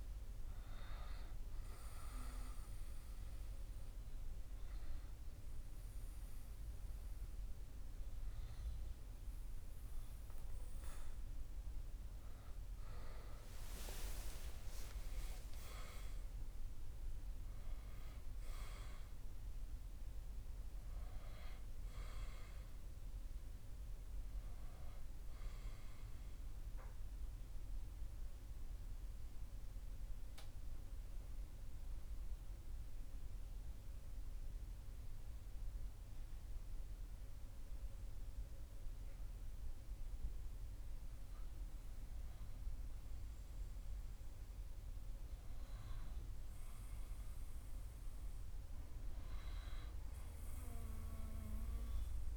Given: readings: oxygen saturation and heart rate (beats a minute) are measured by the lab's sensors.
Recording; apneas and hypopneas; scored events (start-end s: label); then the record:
breathing in sleep by a room microphone; 2
2.00-13.00 s: hypopnea (oxygen 96% before, 95% lowest, heart rate 61 before, 60 extreme, up 7 after)
14.00-18.50 s: arousal
27.50-42.50 s: hypopnea (oxygen 96% before, 95% lowest, heart rate 61 before, 59 extreme, up 1 after)
From the record:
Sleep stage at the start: N2 (light sleep); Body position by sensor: on the back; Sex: male